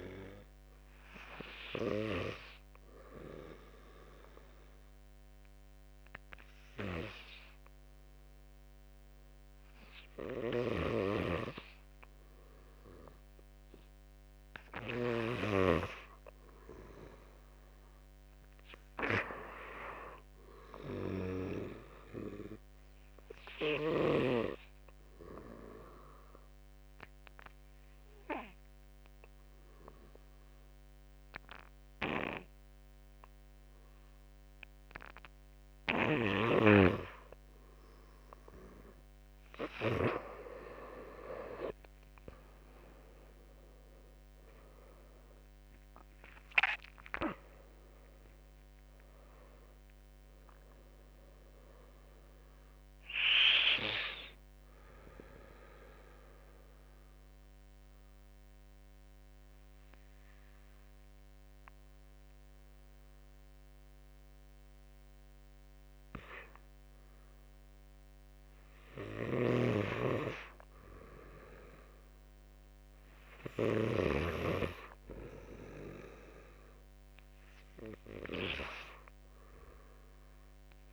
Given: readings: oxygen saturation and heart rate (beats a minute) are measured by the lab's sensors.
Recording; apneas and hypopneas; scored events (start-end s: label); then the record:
breathing in sleep by a microphone on the trachea; 3
0.50-11.50 s: oxygen desaturation (device-marked, oxygen 97% before, 89% lowest, heart rate 57 before, 51 extreme)
1.00-14.50 s: obstructive apnea (oxygen 97% before, 85% lowest, heart rate 57 before, 51 extreme, up 5 after)
16.50-19.00 s: arousal
19.50-31.50 s: oxygen desaturation (device-marked, oxygen 94% before, 90% lowest, heart rate 55 before, 53 extreme)
22.50-37.50 s: obstructive apnea (oxygen 96% before, 85% lowest, heart rate 56 before, 48 extreme, up 14 after)
42.00-45.50 s: arousal
43.50-68.50 s: oxygen desaturation (device-marked, oxygen 93% before, 85% lowest, heart rate 60 before, 48 extreme)
44.50-57.50 s: drop in pulse transit time (device-marked, heart rate 60 before, 48 extreme)
54.50-67.00 s: obstructive apnea (oxygen 93% before, 86% lowest, heart rate 64 before, 48 extreme, up 7 after)
69.00-74.00 s: snoring (device-marked)
71.00-74.00 s: arousal
75.50-80.93 s: oxygen desaturation (device-marked, oxygen 99% before, 87% lowest, heart rate 52 before, 48 extreme)
From the record:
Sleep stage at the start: N2 (light sleep); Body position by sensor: on the back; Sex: male